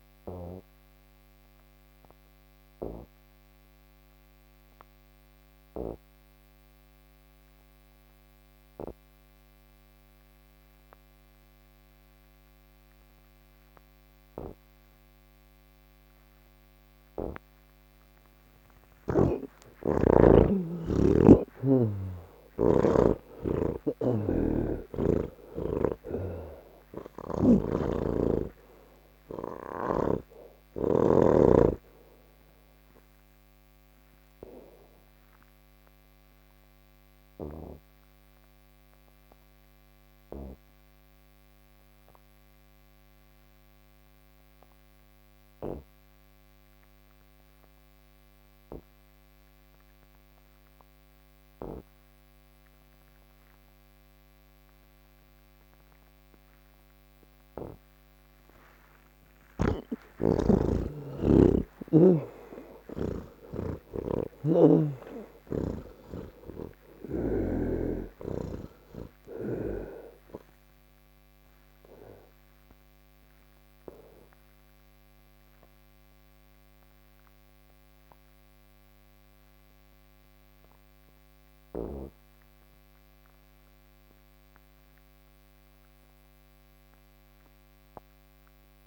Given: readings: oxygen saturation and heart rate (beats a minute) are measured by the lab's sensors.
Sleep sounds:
breathing in sleep by a microphone on the trachea; none
0.00-6.50 s: oxygen desaturation (device-marked, oxygen 82% lowest, heart rate 71 extreme)
23.50-30.00 s: snoring (device-marked)
27.50-54.50 s: oxygen desaturation (device-marked, oxygen 94% before, 83% lowest, heart rate 77 before, 68 extreme)
74.50-88.87 s: oxygen desaturation (device-marked, oxygen 90% before, 83% lowest, heart rate 74 before, 65 extreme)
From the record:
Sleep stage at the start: N2 (light sleep); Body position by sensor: on the back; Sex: male

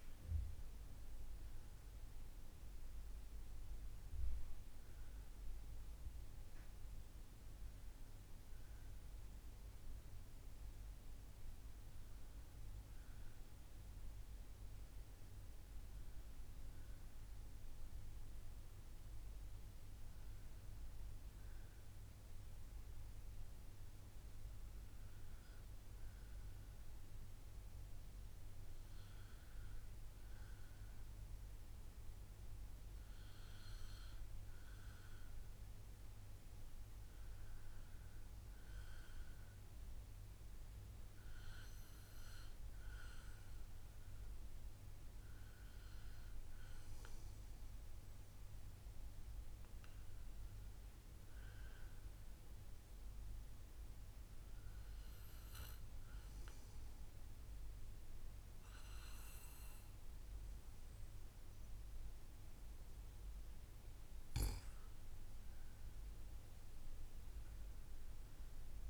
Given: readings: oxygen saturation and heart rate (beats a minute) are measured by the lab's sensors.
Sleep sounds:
a person partly awake in a sleep study, hard to hear, by a room microphone; none
11.50-68.90 s: new sleep stage, N2 (light sleep)
From the record:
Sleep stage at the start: awake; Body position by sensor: on the back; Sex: male

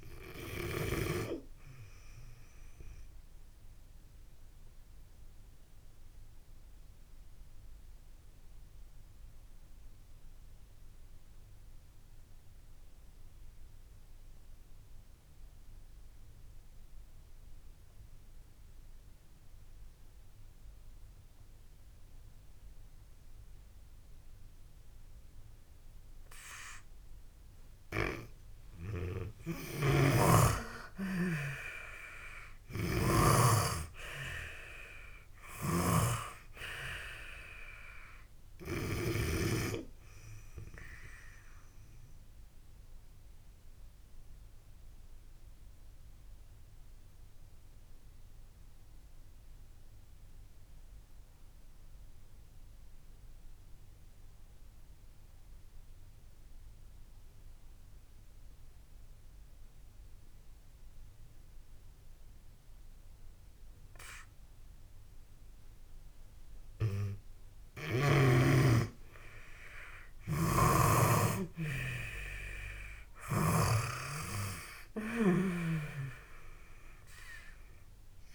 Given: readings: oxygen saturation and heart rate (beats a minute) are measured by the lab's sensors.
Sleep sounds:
breathing in sleep by a room microphone; 2
0.00-30.50 s: oxygen desaturation (device-marked, oxygen 80% lowest)
3.00-27.50 s: obstructive apnea (oxygen 97% before, 80% lowest)
27.50-36.00 s: snoring (device-marked)
31.00-35.00 s: arousal
42.50-65.00 s: obstructive apnea (oxygen 97% before, 81% lowest)
43.50-66.50 s: oxygen desaturation (device-marked, oxygen 95% before, 81% lowest)
68.00-71.00 s: arousal
70.00-73.50 s: snoring (device-marked)
From the record:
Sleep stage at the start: N2 (light sleep); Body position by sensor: on the back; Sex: female

